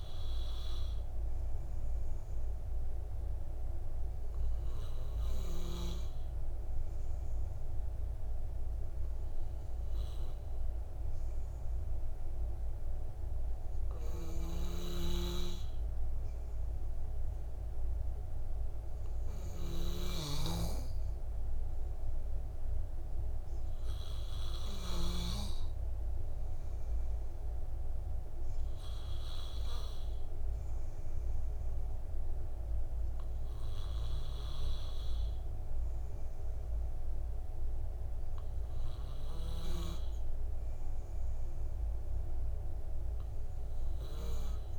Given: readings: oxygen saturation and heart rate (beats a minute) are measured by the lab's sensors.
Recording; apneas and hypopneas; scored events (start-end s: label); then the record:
breathing in sleep by a room microphone; none
none scored
From the record:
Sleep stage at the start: N2 (light sleep); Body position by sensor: on the back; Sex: male